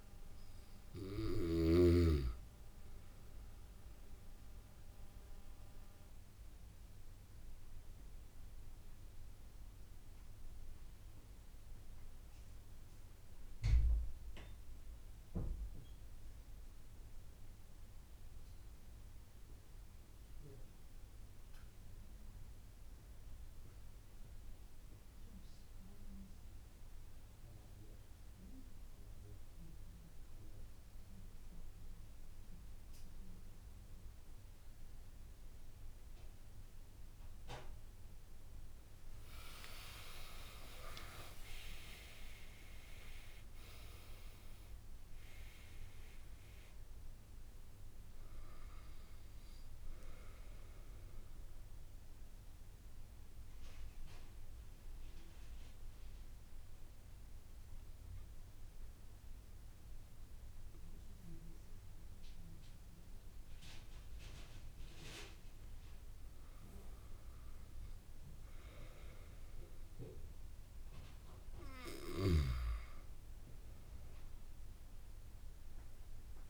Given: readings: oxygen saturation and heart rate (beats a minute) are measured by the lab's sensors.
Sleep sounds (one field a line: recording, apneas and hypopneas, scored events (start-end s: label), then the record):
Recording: breathing in sleep by a room microphone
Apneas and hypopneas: 2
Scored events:
0.00-12.50 s: oxygen desaturation (device-marked, oxygen 89% lowest, heart rate 40 extreme)
5.50-38.00 s: obstructive apnea (oxygen 94% before, 90% lowest, heart rate 69 before, 57 extreme, up 35 after)
29.50-66.50 s: oxygen desaturation (device-marked, oxygen 97% before, 90% lowest)
40.00-44.00 s: arousal
52.50-66.00 s: obstructive apnea (oxygen 97% before, 90% lowest)
54.50-76.50 s: new sleep stage, N1 (lightest sleep)
68.50-74.00 s: arousal
From the record:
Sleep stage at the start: N2 (light sleep)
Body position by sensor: on the back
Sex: male